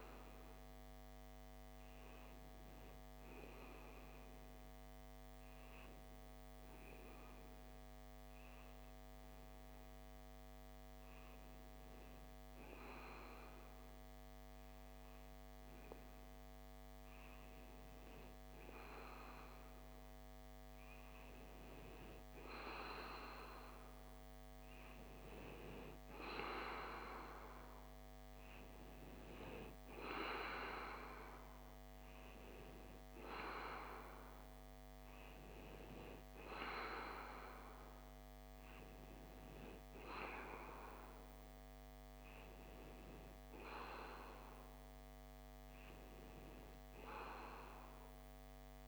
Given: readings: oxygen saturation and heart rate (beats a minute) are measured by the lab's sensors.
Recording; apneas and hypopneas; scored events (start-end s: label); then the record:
breathing in sleep by a microphone on the trachea; 1
2.50-16.00 s: hypopnea (oxygen 94% before, 92% lowest)
17.50-20.50 s: arousal
From the record:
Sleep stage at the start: N2 (light sleep); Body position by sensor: on the left side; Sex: male